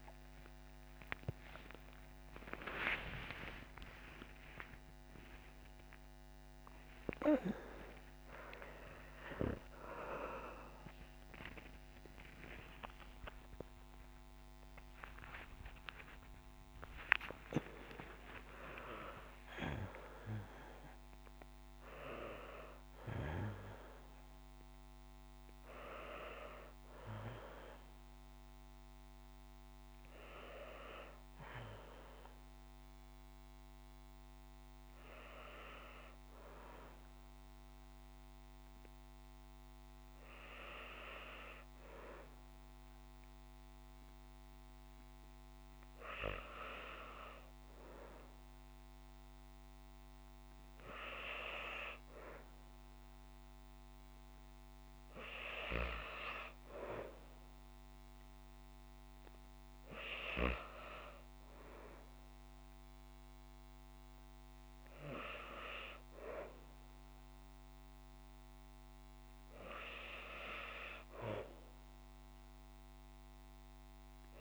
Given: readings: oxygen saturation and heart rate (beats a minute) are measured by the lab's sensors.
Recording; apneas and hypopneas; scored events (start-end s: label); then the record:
a person partly awake in a sleep study, by a microphone on the trachea; none
27.00-57.00 s: new sleep stage, N1 (lightest sleep)
57.00-74.41 s: new sleep stage, N2 (light sleep)
From the record:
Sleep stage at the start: awake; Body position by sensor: on the back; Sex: female